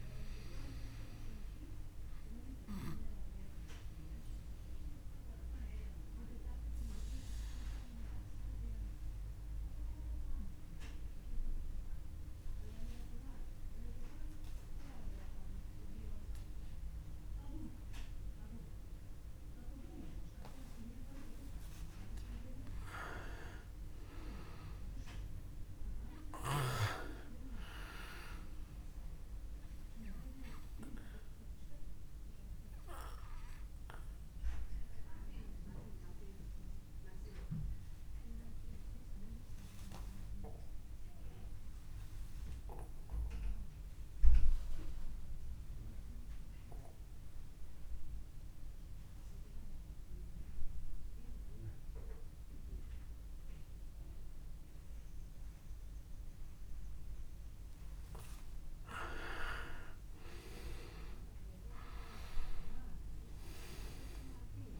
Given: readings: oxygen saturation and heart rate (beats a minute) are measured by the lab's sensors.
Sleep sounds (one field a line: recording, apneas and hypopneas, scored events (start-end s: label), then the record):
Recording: breathing in sleep by a room microphone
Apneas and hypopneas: 2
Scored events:
2.00-21.00 s: obstructive apnea (oxygen 100% before, 93% lowest)
23.50-27.50 s: arousal
30.50-56.00 s: obstructive apnea (oxygen 98% before, 90% lowest, heart rate 30 before, 26 extreme, up 21 after)
60.00-64.00 s: arousal
From the record:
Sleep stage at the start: N2 (light sleep)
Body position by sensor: on the back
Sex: male